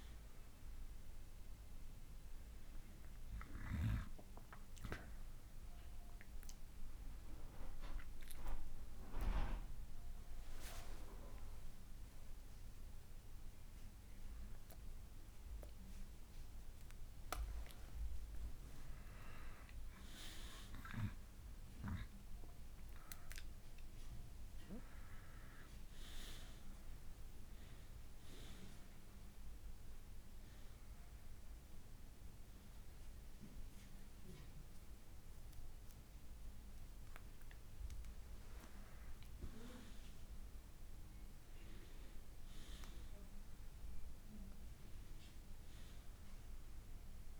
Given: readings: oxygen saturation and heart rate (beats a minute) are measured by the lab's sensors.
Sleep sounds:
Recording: breathing in sleep by a room microphone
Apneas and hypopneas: none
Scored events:
40.50-47.40 s: new sleep stage, N1 (lightest sleep)
From the record:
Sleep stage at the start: N2 (light sleep)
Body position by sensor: on the back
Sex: male

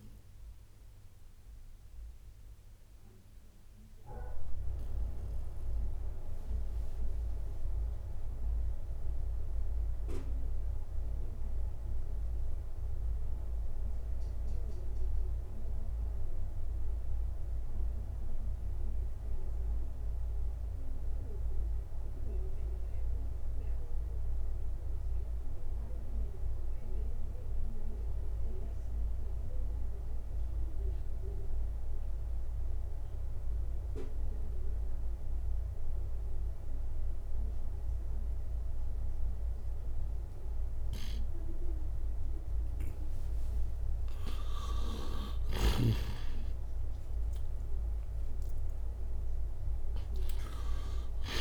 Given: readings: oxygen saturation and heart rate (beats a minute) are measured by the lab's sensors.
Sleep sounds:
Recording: breathing in sleep by a room microphone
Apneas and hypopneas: 1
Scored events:
0.00-20.50 s: oxygen desaturation (device-marked, oxygen 81% lowest, heart rate 60 extreme)
0.50-43.00 s: mixed apnea (oxygen 96% before, 80% lowest, heart rate 66 before, 60 extreme, up 20 after)
35.50-51.41 s: oxygen desaturation (device-marked, oxygen 98% before, 80% lowest, heart rate 60 before, 59 extreme)
45.00-50.00 s: arousal
45.50-51.41 s: snoring (device-marked)
From the record:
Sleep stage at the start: N2 (light sleep)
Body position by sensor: on the right side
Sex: male

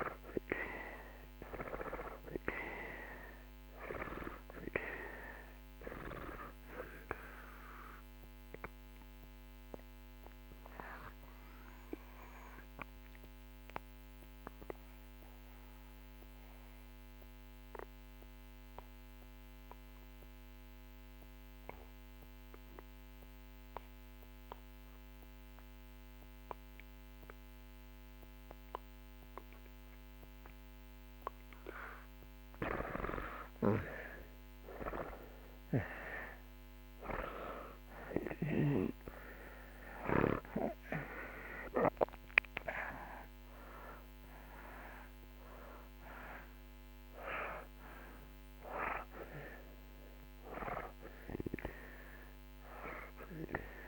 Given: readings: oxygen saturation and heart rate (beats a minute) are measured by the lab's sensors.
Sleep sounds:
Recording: breathing in sleep by a microphone on the trachea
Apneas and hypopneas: 1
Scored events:
0.00-24.50 s: oxygen desaturation (device-marked, oxygen 81% lowest)
8.00-31.00 s: obstructive apnea (oxygen 97% before, 77% lowest)
35.00-41.00 s: arousal
36.50-53.88 s: oxygen desaturation (device-marked, oxygen 95% before, 77% lowest)
From the record:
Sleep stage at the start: N2 (light sleep)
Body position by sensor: on the back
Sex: male

